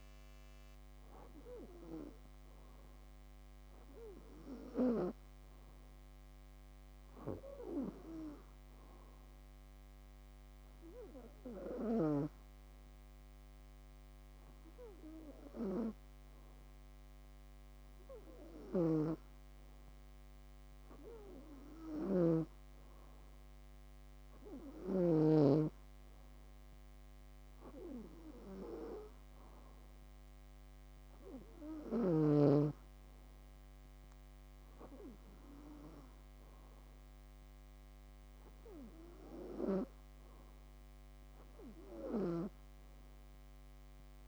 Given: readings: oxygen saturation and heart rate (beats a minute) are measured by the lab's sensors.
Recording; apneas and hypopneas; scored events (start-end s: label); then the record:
breathing in sleep by a microphone on the trachea; none
18.00-25.00 s: snoring (device-marked)
From the record:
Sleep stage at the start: N2 (light sleep); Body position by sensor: on the back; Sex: female